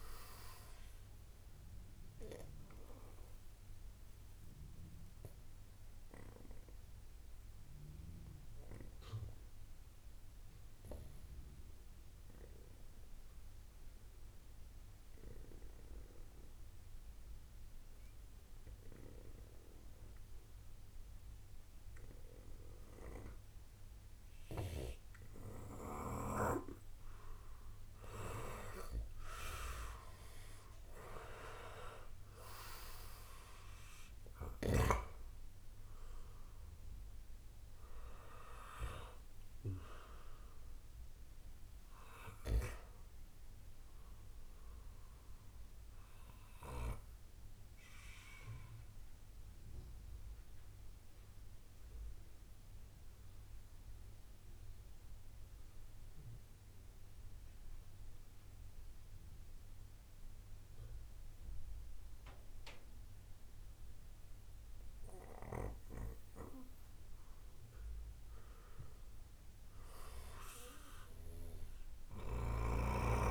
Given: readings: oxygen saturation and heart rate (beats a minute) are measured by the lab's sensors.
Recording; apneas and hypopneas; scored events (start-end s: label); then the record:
breathing in sleep by a room microphone; 2
3.50-25.50 s: obstructive apnea (oxygen 98% before, 93% lowest, heart rate 54 before, 36 extreme, up 26 after)
26.50-31.00 s: arousal
45.00-66.00 s: obstructive apnea (oxygen 97% before, 93% lowest, heart rate 62 before, 32 extreme, up 40 after)
67.50-71.50 s: arousal
From the record:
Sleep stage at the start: N2 (light sleep); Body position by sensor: on the right side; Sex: male